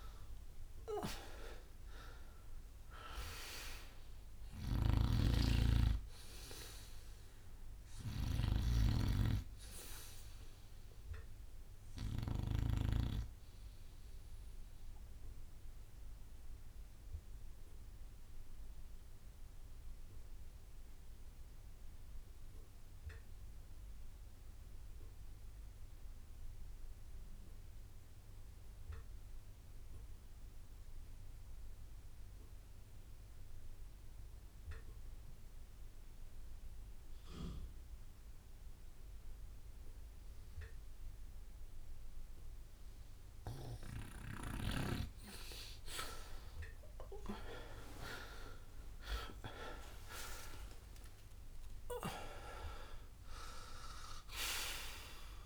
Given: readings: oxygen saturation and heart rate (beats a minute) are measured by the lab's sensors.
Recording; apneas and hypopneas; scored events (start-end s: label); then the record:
breathing in sleep by a room microphone; 1
0.00-2.50 s: arousal
0.00-23.50 s: oxygen desaturation (device-marked, oxygen 90% lowest)
4.50-13.00 s: snoring (device-marked)
15.00-43.50 s: obstructive apnea (oxygen 99% before, 86% lowest)
45.50-55.46 s: oxygen desaturation (device-marked, oxygen 98% before, 86% lowest)
47.00-52.50 s: arousal
49.50-51.50 s: long interval between heartbeats (device-marked)
51.50-55.46 s: bradycardia (device-marked)
From the record:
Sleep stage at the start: N2 (light sleep); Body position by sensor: on the right side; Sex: male